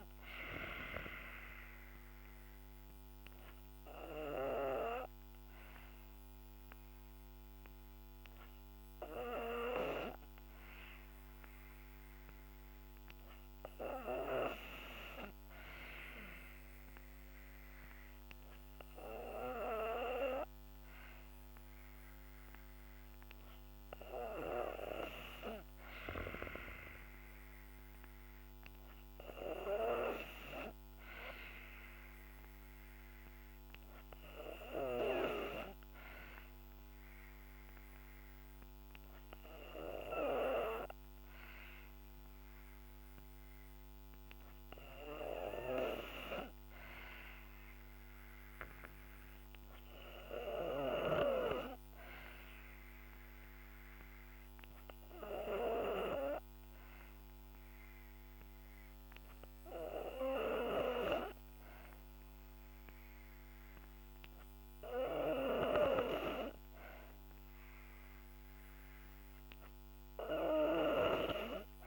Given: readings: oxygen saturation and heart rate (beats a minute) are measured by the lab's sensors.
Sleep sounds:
breathing in sleep by a microphone on the trachea; none
0.00-1.50 s: arousal
0.00-9.50 s: oxygen desaturation (device-marked, oxygen 91% lowest, heart rate 63 extreme)
64.50-71.87 s: snoring (device-marked)
69.50-71.87 s: oxygen desaturation (device-marked, oxygen 92% before, 88% lowest, heart rate 68 before, 67 extreme)
From the record:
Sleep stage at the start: N2 (light sleep); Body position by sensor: on the back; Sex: female

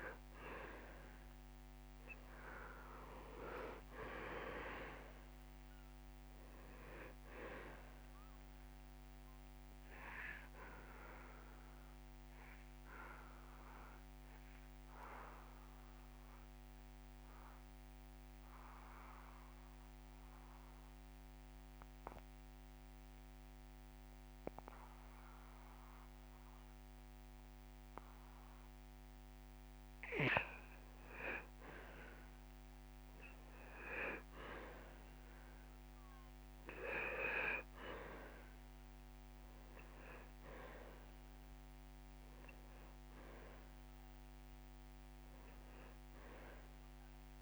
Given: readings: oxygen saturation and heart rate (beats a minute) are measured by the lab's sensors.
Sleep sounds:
breathing in sleep by a microphone on the trachea; 1
0.00-40.00 s: oxygen desaturation (device-marked, oxygen 97% before, 88% lowest)
0.50-5.00 s: arousal
11.00-30.00 s: obstructive apnea (oxygen 97% before, 88% lowest)
31.00-34.50 s: arousal
From the record:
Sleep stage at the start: N2 (light sleep); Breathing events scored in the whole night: 234 in 4.1 hours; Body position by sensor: on the back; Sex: male

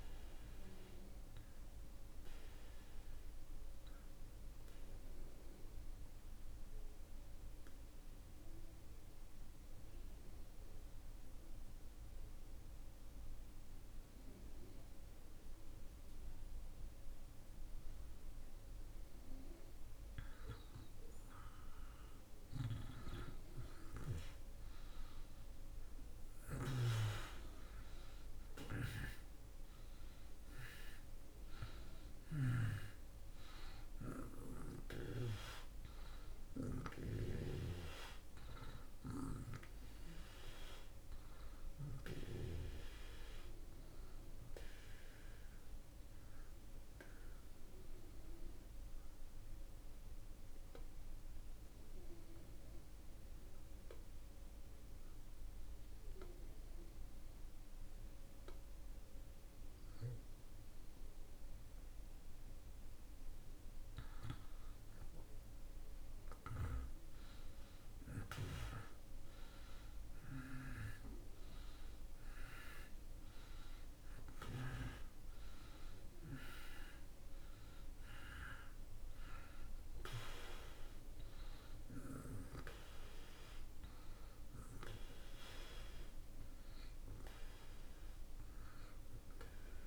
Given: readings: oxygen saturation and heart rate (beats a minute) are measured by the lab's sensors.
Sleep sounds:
breathing in sleep by a room microphone; 2
0.00-9.50 s: oxygen desaturation (device-marked, oxygen 84% lowest)
2.00-19.00 s: obstructive apnea (oxygen 95% before, 81% lowest)
22.00-27.50 s: arousal
27.50-55.50 s: oxygen desaturation (device-marked, oxygen 95% before, 81% lowest)
47.50-64.00 s: obstructive apnea (oxygen 95% before, 83% lowest)
67.50-72.50 s: arousal
72.50-89.86 s: oxygen desaturation (device-marked, oxygen 95% before, 83% lowest)
From the record:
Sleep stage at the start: N2 (light sleep); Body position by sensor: on the back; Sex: male

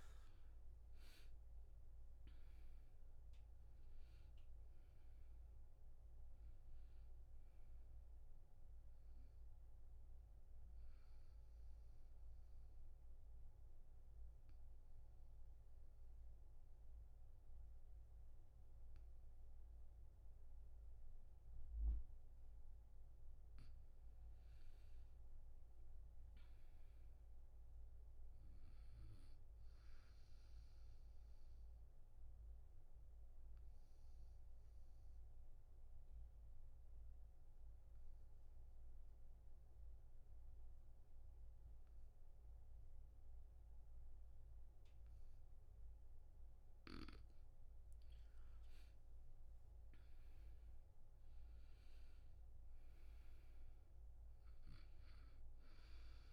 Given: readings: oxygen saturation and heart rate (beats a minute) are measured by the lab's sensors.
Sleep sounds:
breathing in sleep, hard to hear, by a room microphone; 2
0.00-1.50 s: arousal
0.00-19.50 s: oxygen desaturation (device-marked, oxygen 85% lowest, heart rate 72 extreme)
10.00-22.50 s: obstructive apnea (oxygen 99% before, 85% lowest, heart rate 81 before, 72 extreme, up 8 after)
23.50-26.00 s: arousal
29.00-46.00 s: obstructive apnea (oxygen 100% before, 86% lowest, heart rate 78 before, 72 extreme, up 8 after)
33.50-43.50 s: oxygen desaturation (device-marked, oxygen 100% before, 93% lowest, heart rate 77 before, 75 extreme)
45.50-56.33 s: oxygen desaturation (device-marked, oxygen 97% before, 86% lowest, heart rate 77 before, 74 extreme)
48.50-51.50 s: arousal
From the record:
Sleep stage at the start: N2 (light sleep); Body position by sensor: on the back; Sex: male

